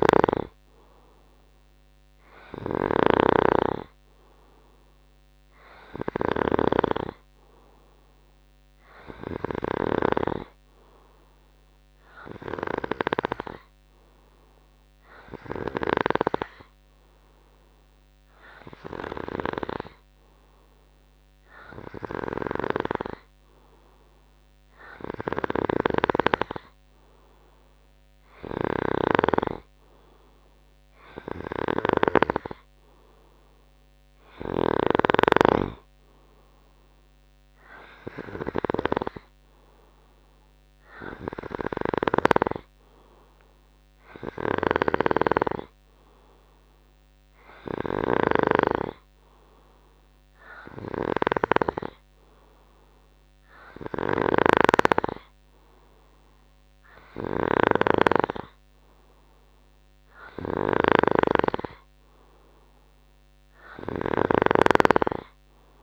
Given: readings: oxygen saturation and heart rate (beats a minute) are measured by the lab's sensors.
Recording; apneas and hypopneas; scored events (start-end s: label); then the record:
breathing in sleep by a microphone on the trachea; none
0.00-6.50 s: snoring (device-marked)
28.50-35.00 s: snoring (device-marked)
44.50-65.83 s: snoring (device-marked)
From the record:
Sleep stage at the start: N3 (deep sleep); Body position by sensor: on the right side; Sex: male